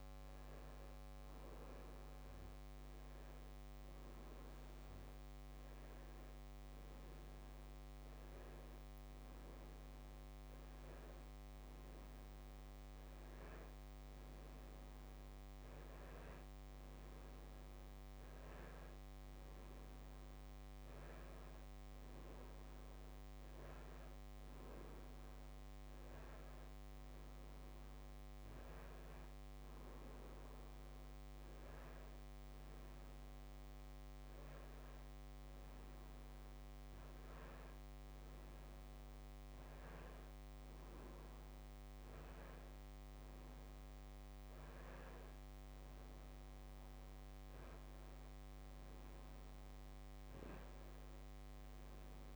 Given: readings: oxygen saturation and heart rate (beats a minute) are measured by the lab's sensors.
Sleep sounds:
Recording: breathing in sleep, hard to hear, by a microphone on the trachea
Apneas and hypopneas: none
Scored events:
none scored
From the record:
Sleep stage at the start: N2 (light sleep)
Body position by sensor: on the back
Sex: male

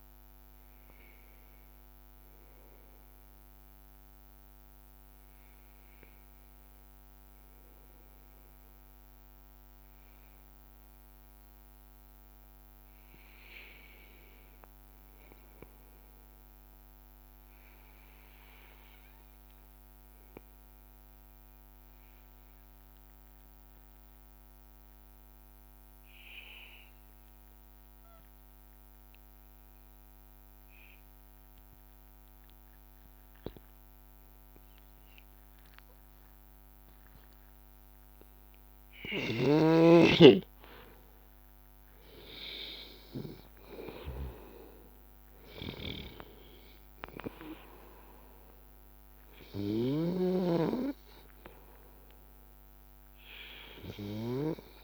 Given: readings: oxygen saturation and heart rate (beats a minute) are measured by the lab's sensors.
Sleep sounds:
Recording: breathing in sleep by a microphone on the trachea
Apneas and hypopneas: 1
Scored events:
0.00-2.50 s: oxygen desaturation (device-marked, oxygen 92% lowest, heart rate 82 extreme)
4.00-8.50 s: arousal
10.50-39.00 s: hypopnea (oxygen 98% before, 93% lowest, heart rate 84 before, 82 extreme, up 3 after)
38.50-54.83 s: oxygen desaturation (device-marked, oxygen 98% before, 93% lowest, heart rate 83 before, 81 extreme)
40.50-45.50 s: arousal
From the record:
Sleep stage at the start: N2 (light sleep)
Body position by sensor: on the back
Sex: male

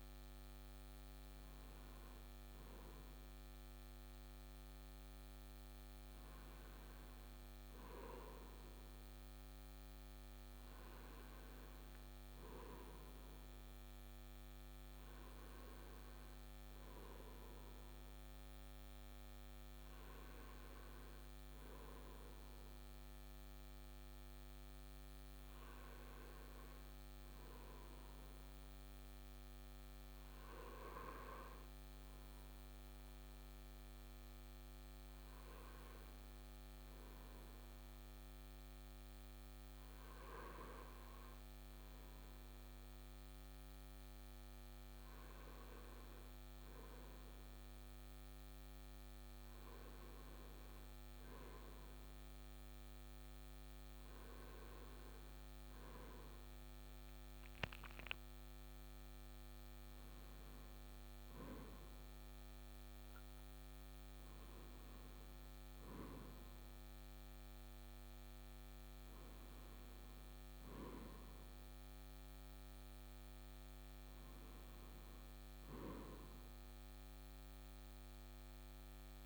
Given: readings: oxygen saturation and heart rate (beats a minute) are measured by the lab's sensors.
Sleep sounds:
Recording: breathing in sleep, hard to hear, by a microphone on the trachea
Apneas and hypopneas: none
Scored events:
none scored
From the record:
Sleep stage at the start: N1 (lightest sleep)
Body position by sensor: on the right side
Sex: male

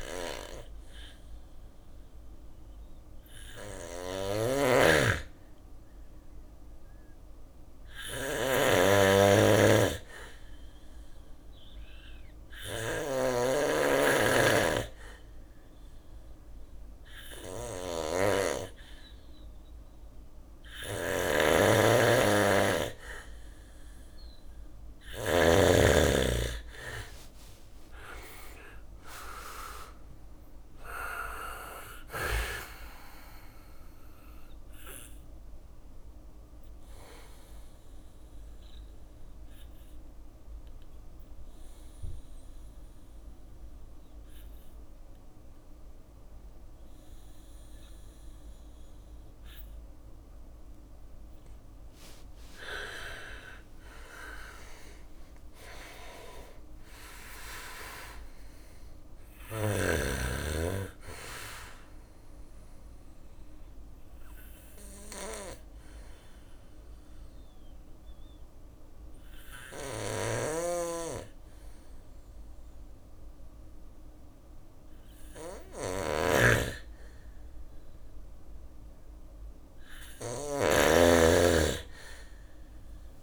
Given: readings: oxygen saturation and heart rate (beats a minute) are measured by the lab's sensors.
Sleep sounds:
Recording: breathing in sleep by a room microphone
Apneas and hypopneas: 3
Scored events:
0.00-3.50 s: bradycardia (device-marked, heart rate 58 extreme)
0.00-9.50 s: oxygen desaturation (device-marked, oxygen 93% lowest, heart rate 59 extreme)
3.00-24.50 s: snoring (device-marked)
10.00-22.00 s: obstructive apnea (oxygen 98% before, 92% lowest, heart rate 60 before, 57 extreme, up 5 after)
24.50-28.50 s: arousal
26.50-37.50 s: drop in pulse transit time (device-marked, heart rate 60 before, 58 extreme)
32.50-40.50 s: bradycardia (device-marked, heart rate 61 before, 57 extreme)
34.50-50.00 s: obstructive apnea (oxygen 97% before, 92% lowest, heart rate 62 before, 54 extreme, up 20 after)
43.50-46.50 s: bradycardia (device-marked, heart rate 61 before, 60 extreme)
51.50-56.00 s: arousal
53.50-66.50 s: drop in pulse transit time (device-marked, heart rate 60 before, 54 extreme)
55.00-57.00 s: long interval between heartbeats (device-marked, heart rate 60 before, 77 extreme)
59.50-80.50 s: bradycardia (device-marked, heart rate 61 before, 54 extreme)
61.50-74.00 s: obstructive apnea (oxygen 98% before, 92% lowest, heart rate 66 before, 55 extreme, up 4 after)
61.50-75.50 s: oxygen desaturation (device-marked, oxygen 98% before, 92% lowest, heart rate 66 before, 55 extreme)
69.00-79.50 s: snoring (device-marked)
76.50-80.50 s: arousal
From the record:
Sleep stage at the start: N2 (light sleep)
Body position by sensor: on the back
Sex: male

